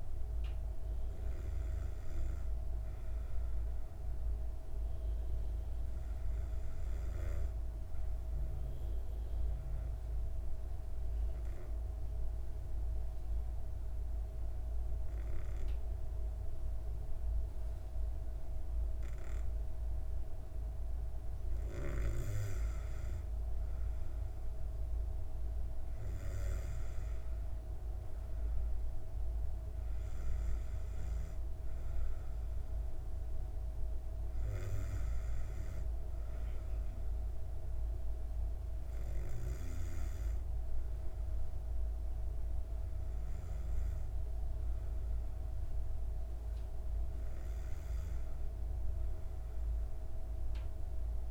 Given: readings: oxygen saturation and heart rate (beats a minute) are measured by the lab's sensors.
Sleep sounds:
breathing in sleep, hard to hear, by a room microphone; 1
8.50-21.00 s: obstructive apnea (oxygen 97% before, 94% lowest, heart rate 65 before, 64 extreme, up 3 after)
22.50-26.50 s: arousal
From the record:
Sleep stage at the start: N2 (light sleep); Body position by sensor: on the back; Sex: female

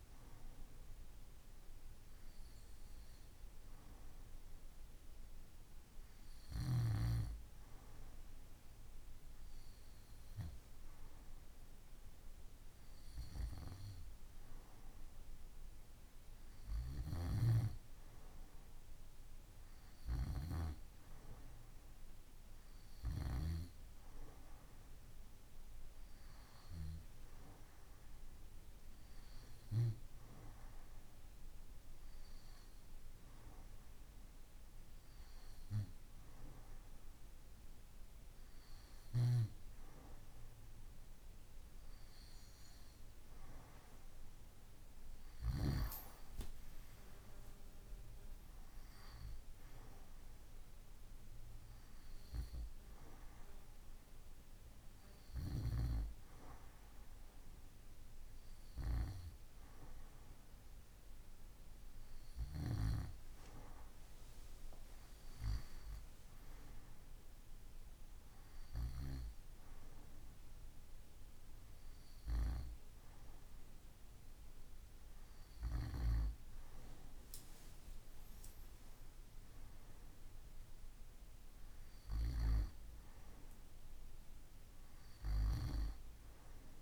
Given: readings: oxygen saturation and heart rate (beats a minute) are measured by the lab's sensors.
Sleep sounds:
breathing in sleep by a room microphone; none
none scored
From the record:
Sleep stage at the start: N2 (light sleep); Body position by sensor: on the right side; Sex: male

